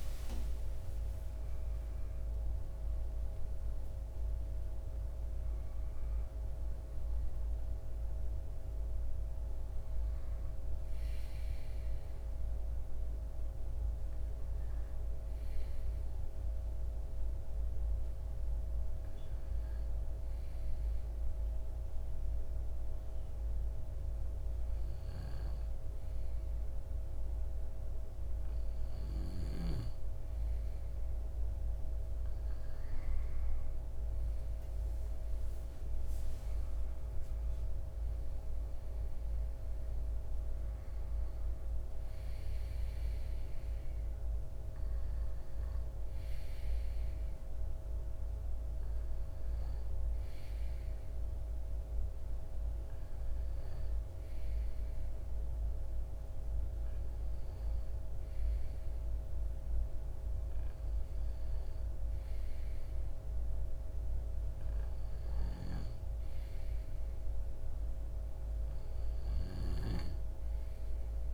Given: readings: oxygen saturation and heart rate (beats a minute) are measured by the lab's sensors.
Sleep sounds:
breathing in sleep, hard to hear, by a room microphone; 1
19.50-33.00 s: hypopnea (oxygen 98% before, 94% lowest)
34.50-53.50 s: oxygen desaturation (device-marked, oxygen 97% before, 94% lowest)
35.00-38.50 s: arousal
From the record:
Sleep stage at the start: N2 (light sleep); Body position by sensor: on the left side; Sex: male

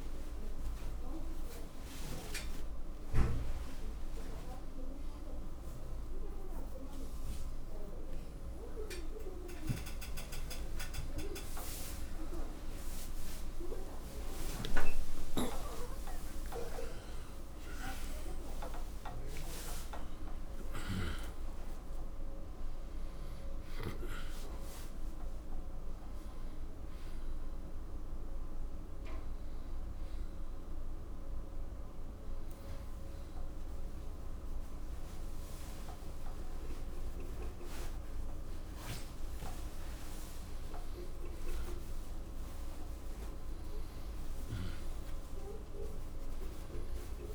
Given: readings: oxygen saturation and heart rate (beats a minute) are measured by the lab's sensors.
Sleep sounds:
a person awake in a sleep study, by a room microphone; none
none scored
From the record:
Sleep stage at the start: awake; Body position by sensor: on the right side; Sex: male

